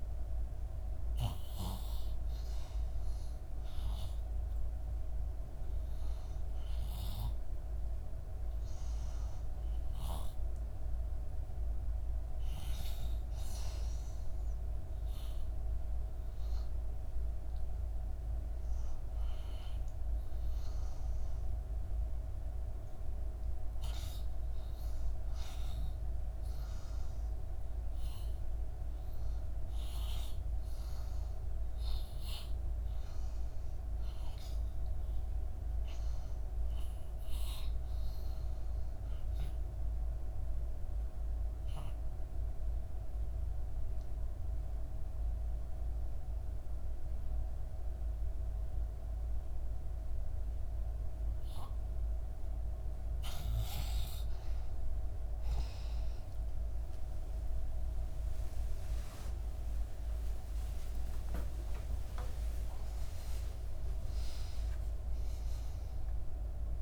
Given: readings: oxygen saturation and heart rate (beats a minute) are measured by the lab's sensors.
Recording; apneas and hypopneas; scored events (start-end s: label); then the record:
breathing in sleep, hard to hear, by a room microphone; none
53.50-58.50 s: oxygen desaturation (device-marked, oxygen 92% before, 90% lowest, heart rate 71 before, 67 extreme)
54.00-60.50 s: arousal
56.50-62.50 s: tachycardia (device-marked, heart rate 73 before, 119 extreme)
59.00-61.00 s: long interval between heartbeats (device-marked, heart rate 72 before, 89 extreme)
From the record:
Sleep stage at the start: REM sleep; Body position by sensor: on the back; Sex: female